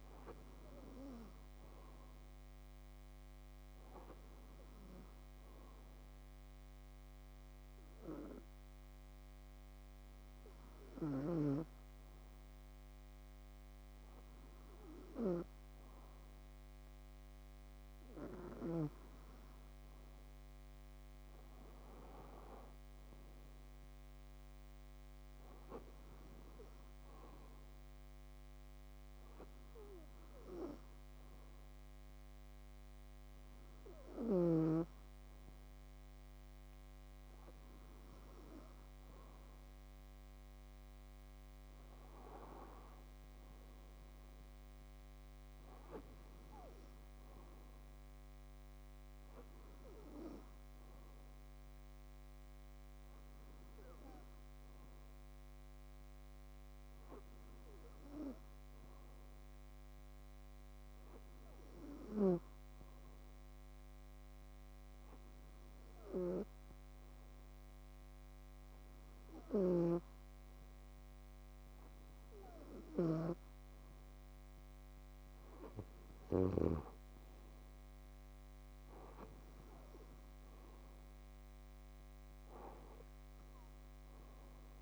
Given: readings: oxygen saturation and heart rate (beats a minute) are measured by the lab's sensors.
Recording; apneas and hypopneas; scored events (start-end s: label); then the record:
a person awake in a sleep study, by a microphone on the trachea; 1
54.00-84.82 s: new sleep stage, N2 (light sleep)
62.50-73.50 s: hypopnea (oxygen 97% before, 95% lowest, heart rate 65 before, 65 extreme, up 11 after)
69.00-76.50 s: snoring (device-marked)
76.00-79.50 s: arousal
From the record:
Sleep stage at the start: awake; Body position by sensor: on the back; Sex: female